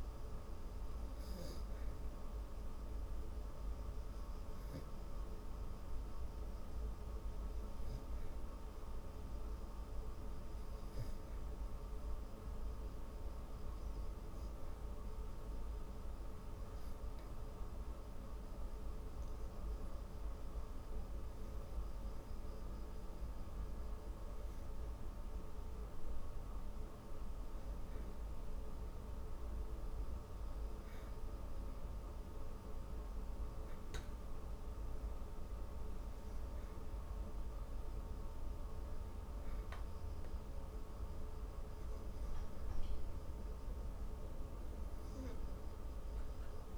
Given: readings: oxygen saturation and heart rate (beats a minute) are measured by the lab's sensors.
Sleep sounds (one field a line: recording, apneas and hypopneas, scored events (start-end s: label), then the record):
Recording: breathing in sleep, hard to hear, by a room microphone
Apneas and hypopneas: 1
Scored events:
2.50-21.50 s: hypopnea (oxygen 98% before, 93% lowest)
25.00-28.50 s: arousal
From the record:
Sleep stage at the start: N2 (light sleep)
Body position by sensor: on the back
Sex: female